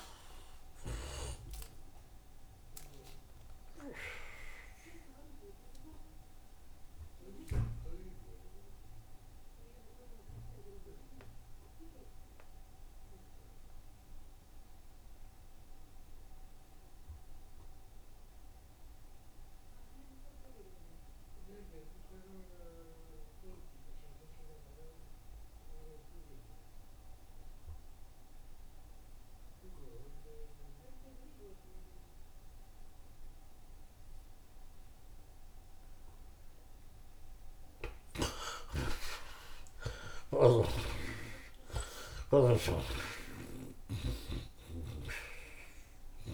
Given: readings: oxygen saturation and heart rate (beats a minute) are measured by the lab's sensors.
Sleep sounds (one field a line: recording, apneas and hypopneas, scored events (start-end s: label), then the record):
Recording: breathing in sleep by a room microphone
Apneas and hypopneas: 1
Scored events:
0.00-1.50 s: tachycardia (device-marked, heart rate 149 extreme)
0.00-2.00 s: long interval between heartbeats (device-marked, heart rate 89 before, 126 extreme)
0.00-7.50 s: oxygen desaturation (device-marked, oxygen 51% lowest, heart rate 34 extreme)
1.50-8.50 s: bradycardia (device-marked, heart rate 86 before, 34 extreme)
3.50-37.00 s: obstructive apnea (oxygen 80% before, 49% lowest)
6.50-8.50 s: long interval between heartbeats (device-marked, heart rate 93 before, 37 extreme)
14.00-16.00 s: long interval between heartbeats (device-marked, heart rate 85 before, 67 extreme)
19.50-46.34 s: oxygen desaturation (device-marked, oxygen 85% before, 51% lowest)
39.00-43.50 s: arousal
41.50-43.50 s: long interval between heartbeats (device-marked, heart rate 76 before, 98 extreme)
44.50-46.34 s: long interval between heartbeats (device-marked, heart rate 80 before, 82 extreme)
From the record:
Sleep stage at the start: N2 (light sleep)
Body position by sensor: on the right side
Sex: male